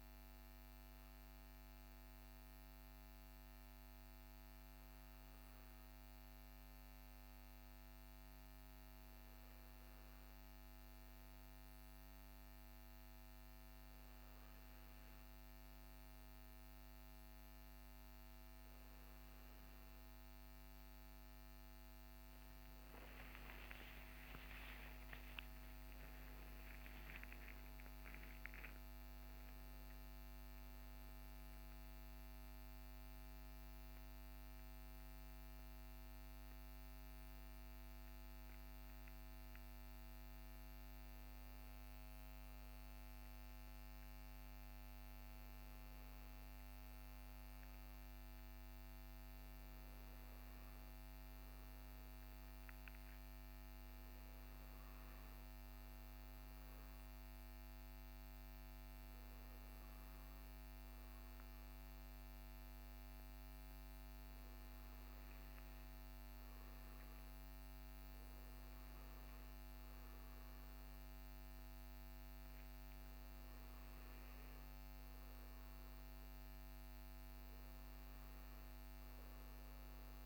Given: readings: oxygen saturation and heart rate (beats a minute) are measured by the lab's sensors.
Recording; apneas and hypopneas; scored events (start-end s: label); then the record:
breathing in sleep, hard to hear, by a microphone on the trachea; none
23.00-28.00 s: arousal
From the record:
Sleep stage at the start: N2 (light sleep); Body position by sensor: on the back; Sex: male